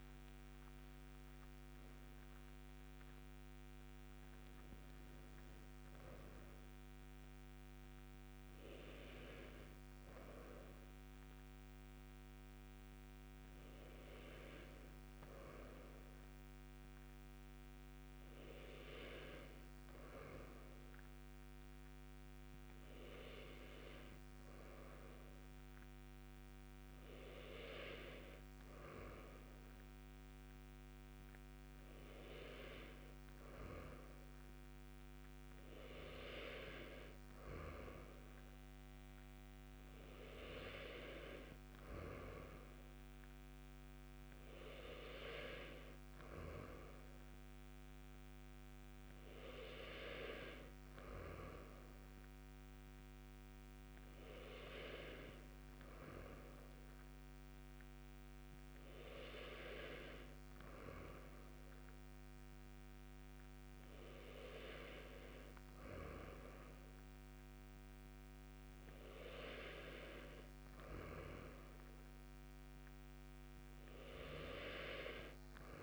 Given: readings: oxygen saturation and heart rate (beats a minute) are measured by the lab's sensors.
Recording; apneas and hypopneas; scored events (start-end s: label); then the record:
breathing in sleep by a microphone on the trachea; none
none scored
From the record:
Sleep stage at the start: N2 (light sleep); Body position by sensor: on the right side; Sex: male